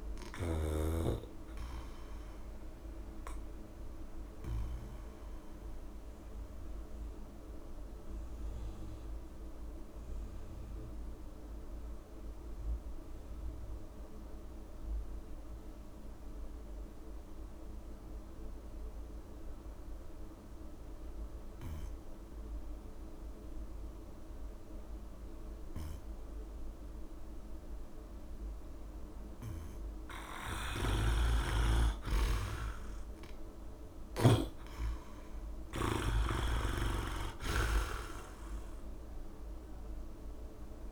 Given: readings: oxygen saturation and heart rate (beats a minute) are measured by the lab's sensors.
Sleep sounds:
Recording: breathing in sleep by a room microphone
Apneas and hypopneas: 1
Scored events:
0.00-13.00 s: oxygen desaturation (device-marked, oxygen 82% lowest, heart rate 67 extreme)
3.00-30.00 s: obstructive apnea (oxygen 98% before, 82% lowest, heart rate 88 before, 67 extreme, up 11 after)
28.00-40.92 s: oxygen desaturation (device-marked, oxygen 99% before, 85% lowest, heart rate 69 before, 69 extreme)
30.50-34.50 s: snoring (device-marked)
35.00-38.00 s: arousal
37.00-39.00 s: long interval between heartbeats (device-marked, heart rate 69 before, 78 extreme)
From the record:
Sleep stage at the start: N2 (light sleep)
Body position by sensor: on the back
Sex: male

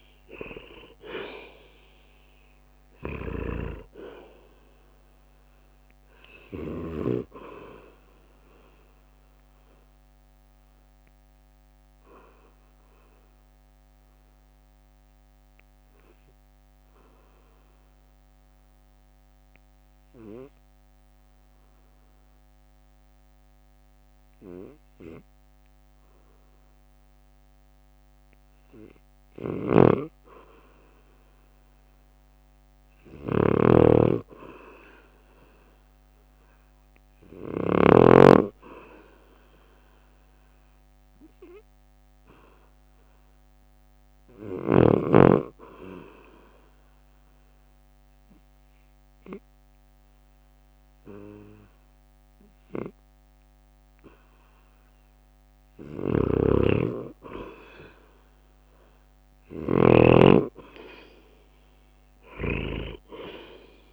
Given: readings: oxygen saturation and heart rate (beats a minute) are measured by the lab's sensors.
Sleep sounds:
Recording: breathing in sleep by a microphone on the trachea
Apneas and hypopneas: 2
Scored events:
0.00-10.50 s: drop in pulse transit time (device-marked, heart rate 59 extreme)
0.00-31.50 s: oxygen desaturation (device-marked, oxygen 86% lowest, heart rate 51 extreme)
9.00-28.50 s: obstructive apnea (oxygen 95% before, 86% lowest, heart rate 64 before, 53 extreme, up 3 after)
29.00-37.50 s: snoring (device-marked)
31.00-36.50 s: arousal
36.50-48.50 s: drop in pulse transit time (device-marked, heart rate 56 before, 54 extreme)
45.00-57.00 s: obstructive apnea (oxygen 100% before, 95% lowest, heart rate 56 before, 51 extreme, up 12 after)
59.50-63.93 s: oxygen desaturation (device-marked, oxygen 98% before, 95% lowest, heart rate 54 before, 52 extreme)
60.00-63.93 s: arousal
62.50-63.93 s: drop in pulse transit time (device-marked, heart rate 54 before, 55 extreme)
From the record:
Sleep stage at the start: N2 (light sleep)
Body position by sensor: on the right side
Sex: male

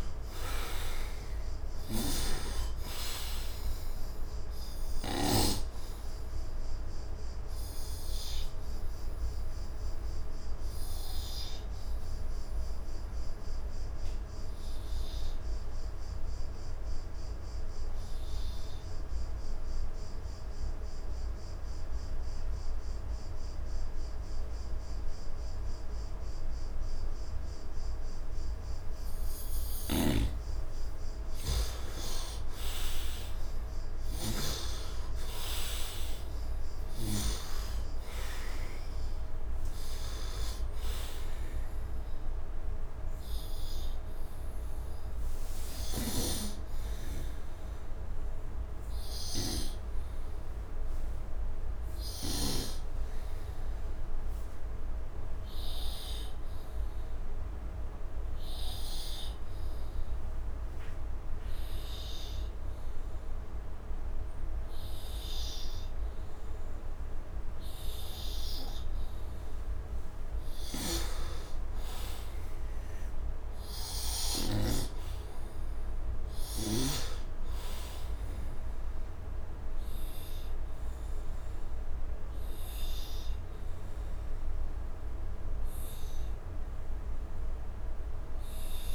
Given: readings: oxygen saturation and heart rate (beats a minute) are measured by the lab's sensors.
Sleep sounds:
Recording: breathing in sleep by a room microphone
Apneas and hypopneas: 2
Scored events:
0.00-1.00 s: arousal
0.00-5.00 s: snoring (device-marked)
0.00-23.50 s: oxygen desaturation (device-marked, oxygen 72% lowest, heart rate 69 extreme)
13.50-27.50 s: obstructive apnea (oxygen 99% before, 72% lowest, heart rate 79 before, 69 extreme, up 27 after)
25.50-54.50 s: oxygen desaturation (device-marked, oxygen 100% before, 77% lowest, heart rate 72 before, 77 extreme)
29.00-34.00 s: snoring (device-marked)
29.50-34.50 s: arousal
56.50-70.00 s: obstructive apnea (oxygen 100% before, 86% lowest, heart rate 84 before, 74 extreme, up 4 after)
70.00-76.50 s: snoring (device-marked)
70.50-87.50 s: oxygen desaturation (device-marked, oxygen 99% before, 86% lowest, heart rate 78 before, 73 extreme)
71.50-74.00 s: arousal
From the record:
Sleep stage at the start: N2 (light sleep)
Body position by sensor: on the right side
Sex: male

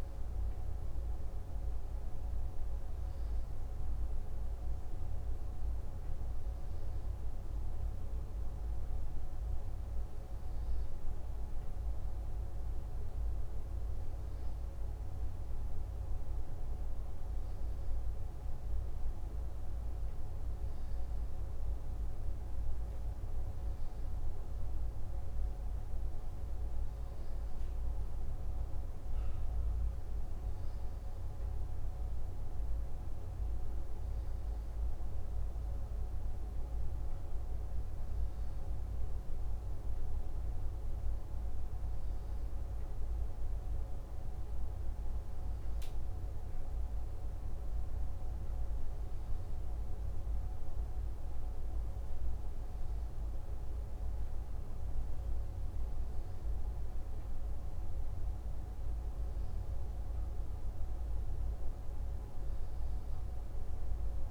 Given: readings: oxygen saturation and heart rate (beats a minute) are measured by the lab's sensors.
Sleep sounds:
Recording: breathing in sleep, hard to hear, by a room microphone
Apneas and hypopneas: none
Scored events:
none scored
From the record:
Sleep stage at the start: N2 (light sleep)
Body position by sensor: on the left side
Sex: male

